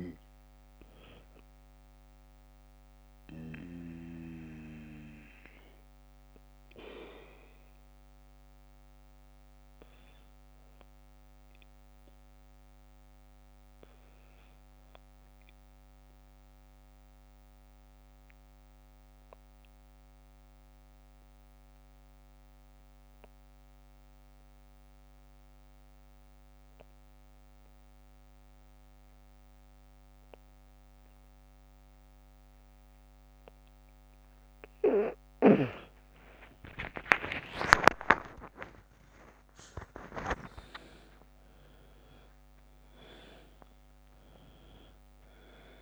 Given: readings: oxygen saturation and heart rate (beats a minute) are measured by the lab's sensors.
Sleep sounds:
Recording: breathing in sleep by a microphone on the trachea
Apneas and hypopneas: 1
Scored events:
0.00-17.00 s: oxygen desaturation (device-marked, oxygen 91% lowest, heart rate 48 extreme)
4.00-33.00 s: obstructive apnea (oxygen 99% before, 88% lowest, heart rate 58 before, 48 extreme, up 7 after)
33.00-45.82 s: oxygen desaturation (device-marked, oxygen 99% before, 88% lowest, heart rate 52 before, 47 extreme)
35.50-40.50 s: arousal
From the record:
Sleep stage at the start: N2 (light sleep)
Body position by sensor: on the back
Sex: female

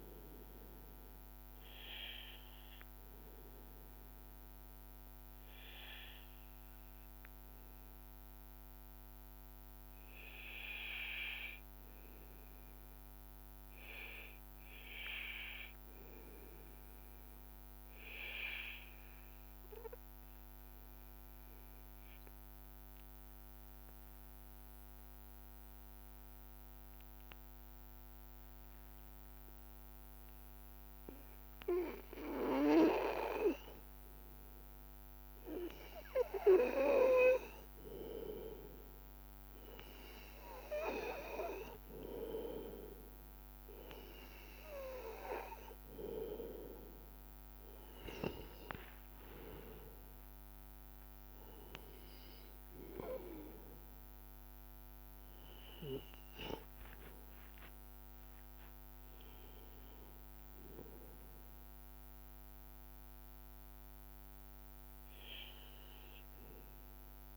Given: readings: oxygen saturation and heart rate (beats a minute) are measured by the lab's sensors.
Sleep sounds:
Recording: breathing in sleep by a microphone on the trachea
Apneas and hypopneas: 1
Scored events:
0.00-5.00 s: oxygen desaturation (device-marked, oxygen 93% lowest, heart rate 82 extreme)
7.50-30.00 s: obstructive apnea (oxygen 98% before, 94% lowest, heart rate 84 before, 81 extreme, up 0 after)
36.50-40.00 s: arousal
59.50-63.50 s: arousal
From the record:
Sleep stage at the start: N2 (light sleep)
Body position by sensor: on the back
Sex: male

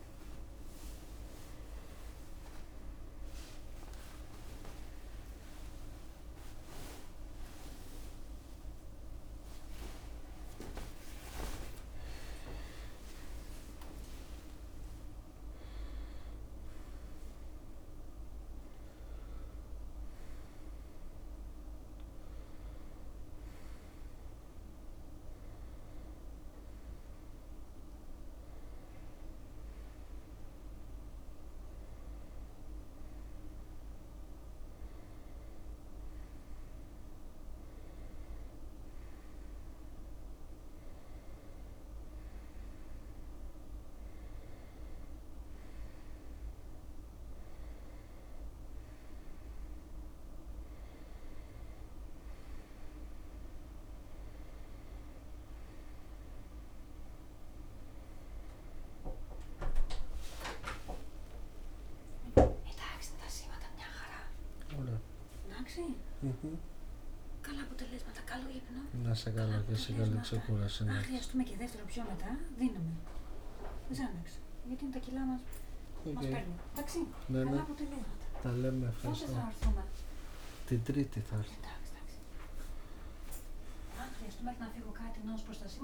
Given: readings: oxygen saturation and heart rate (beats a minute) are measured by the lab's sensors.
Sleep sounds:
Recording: a person awake in a sleep study, by a room microphone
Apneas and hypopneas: none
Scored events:
14.00-27.00 s: drop in pulse transit time (device-marked, heart rate 72 before, 67 extreme)
75.00-85.84 s: snoring (device-marked)
From the record:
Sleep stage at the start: awake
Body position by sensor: on the right side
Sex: male

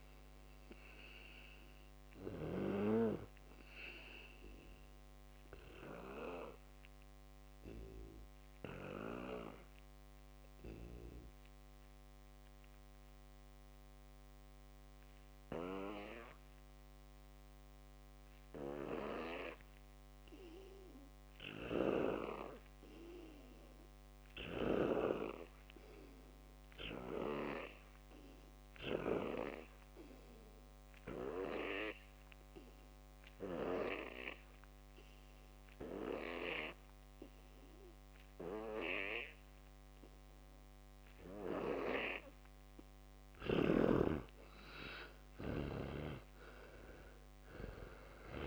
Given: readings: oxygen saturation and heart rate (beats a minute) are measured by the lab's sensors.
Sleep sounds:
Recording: breathing in sleep by a microphone on the trachea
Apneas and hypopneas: 2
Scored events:
0.00-3.00 s: snoring (device-marked)
0.00-22.00 s: oxygen desaturation (device-marked, oxygen 88% lowest, heart rate 58 extreme)
6.00-21.00 s: obstructive apnea (oxygen 99% before, 88% lowest, heart rate 71 before, 58 extreme, up 10 after)
23.00-26.50 s: arousal
24.00-48.47 s: oxygen desaturation (device-marked, oxygen 100% before, 88% lowest, heart rate 63 before, 59 extreme)
29.50-43.50 s: obstructive apnea (oxygen 100% before, 88% lowest, heart rate 63 before, 61 extreme, up 23 after)
46.00-48.47 s: arousal
From the record:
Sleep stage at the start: N2 (light sleep)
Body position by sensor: on the back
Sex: male

